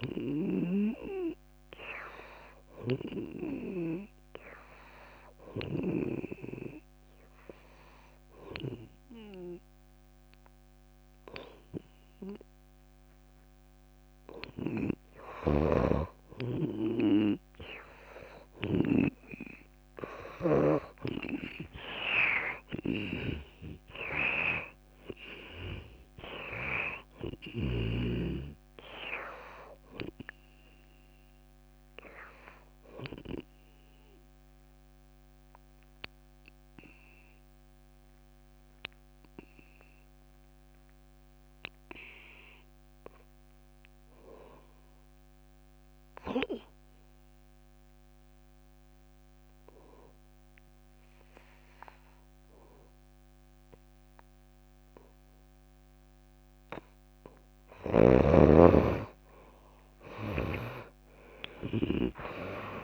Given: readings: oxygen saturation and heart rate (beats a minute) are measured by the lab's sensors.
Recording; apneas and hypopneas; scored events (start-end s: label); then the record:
breathing in sleep by a microphone on the trachea; 2
0.00-10.50 s: oxygen desaturation (device-marked, oxygen 91% lowest)
3.00-15.50 s: hypopnea (oxygen 99% before, 78% lowest)
15.50-28.50 s: snoring (device-marked)
20.50-42.50 s: oxygen desaturation (device-marked, oxygen 96% before, 89% lowest)
21.50-26.00 s: arousal
34.50-57.50 s: obstructive apnea (oxygen 96% before, 78% lowest)
56.50-62.84 s: oxygen desaturation (device-marked, oxygen 96% before, 78% lowest)
59.50-62.84 s: arousal
60.50-62.84 s: snoring (device-marked)
From the record:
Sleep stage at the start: N2 (light sleep); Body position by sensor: on the back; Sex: female